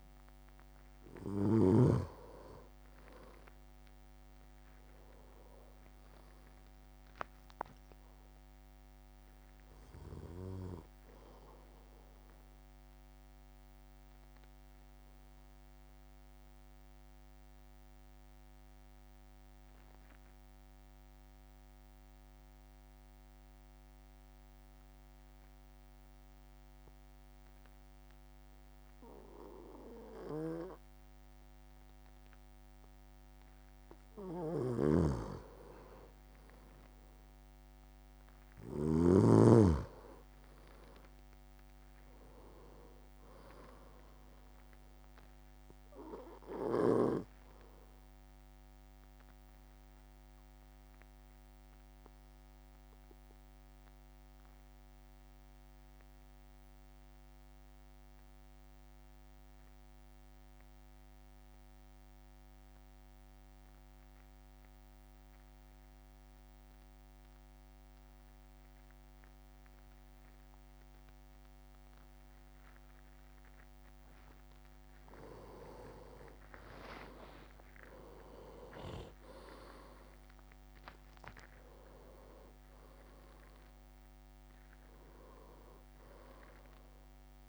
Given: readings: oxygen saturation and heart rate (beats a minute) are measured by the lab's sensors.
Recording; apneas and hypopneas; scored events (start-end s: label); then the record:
breathing in sleep by a microphone on the trachea; 2
0.00-1.50 s: snoring (device-marked)
0.00-13.00 s: drop in pulse transit time (device-marked, heart rate 54 extreme)
12.50-32.50 s: obstructive apnea (oxygen 98% before, 94% lowest, heart rate 57 before, 50 extreme, up 2 after)
34.00-39.00 s: snoring (device-marked)
35.50-39.00 s: arousal
37.00-48.00 s: drop in pulse transit time (device-marked, heart rate 53 before, 50 extreme)
40.00-48.00 s: oxygen desaturation (device-marked, oxygen 99% before, 95% lowest, heart rate 53 before, 52 extreme)
45.00-73.50 s: obstructive apnea (oxygen 99% before, 94% lowest, heart rate 53 before, 48 extreme, up 9 after)
74.00-87.49 s: oxygen desaturation (device-marked, oxygen 99% before, 94% lowest, heart rate 53 before, 48 extreme)
75.50-77.50 s: leg movement (device-marked)
75.50-80.50 s: arousal
78.00-87.49 s: drop in pulse transit time (device-marked, heart rate 53 before, 48 extreme)
From the record:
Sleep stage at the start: N2 (light sleep); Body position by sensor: on the back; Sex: male